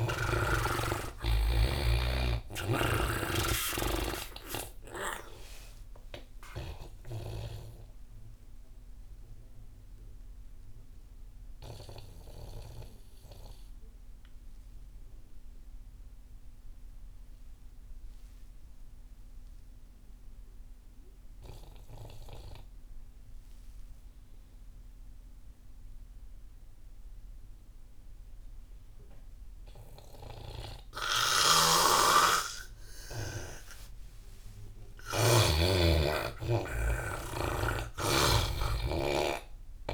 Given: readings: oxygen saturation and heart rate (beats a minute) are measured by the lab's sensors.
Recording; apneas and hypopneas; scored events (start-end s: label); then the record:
breathing in sleep by a room microphone; 1
0.00-1.00 s: arousal
0.00-18.00 s: oxygen desaturation (device-marked, oxygen 84% lowest)
7.50-33.50 s: obstructive apnea (oxygen 98% before, 82% lowest)
31.00-39.93 s: oxygen desaturation (device-marked, oxygen 99% before, 85% lowest)
31.50-36.00 s: snoring (device-marked)
34.50-39.00 s: arousal
From the record:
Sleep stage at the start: N2 (light sleep); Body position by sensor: on the back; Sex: male